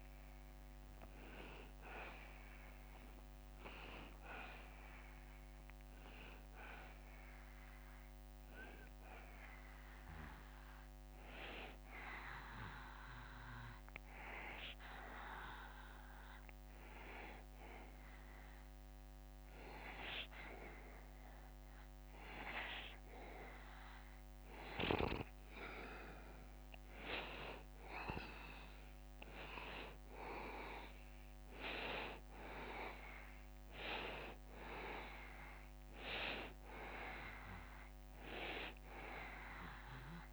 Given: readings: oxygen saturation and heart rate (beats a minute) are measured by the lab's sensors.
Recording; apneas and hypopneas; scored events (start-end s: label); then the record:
breathing in sleep by a microphone on the trachea; 1
0.00-5.00 s: drop in pulse transit time (device-marked, heart rate 75 extreme)
0.00-8.00 s: oxygen desaturation (device-marked, oxygen 90% lowest, heart rate 72 extreme)
3.50-5.50 s: long interval between heartbeats (device-marked, heart rate 77 before, 88 extreme)
10.50-13.50 s: arousal
17.00-28.00 s: hypopnea (oxygen 94% before, 89% lowest, heart rate 81 before, 71 extreme, up 4 after)
27.00-40.33 s: oxygen desaturation (device-marked, oxygen 94% before, 90% lowest, heart rate 76 before, 71 extreme)
30.50-33.50 s: arousal
From the record:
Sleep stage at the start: N2 (light sleep); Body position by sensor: on the back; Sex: male